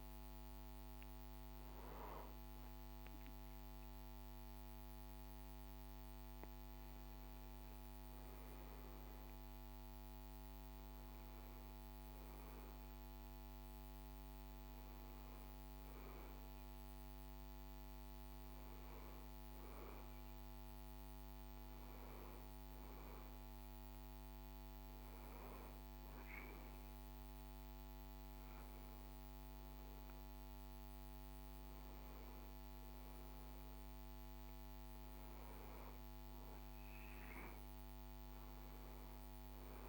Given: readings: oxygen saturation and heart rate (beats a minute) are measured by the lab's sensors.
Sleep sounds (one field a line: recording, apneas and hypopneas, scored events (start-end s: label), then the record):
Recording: breathing in sleep, hard to hear, by a microphone on the trachea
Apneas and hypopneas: none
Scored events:
none scored
From the record:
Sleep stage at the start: N1 (lightest sleep)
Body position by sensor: on the back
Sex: male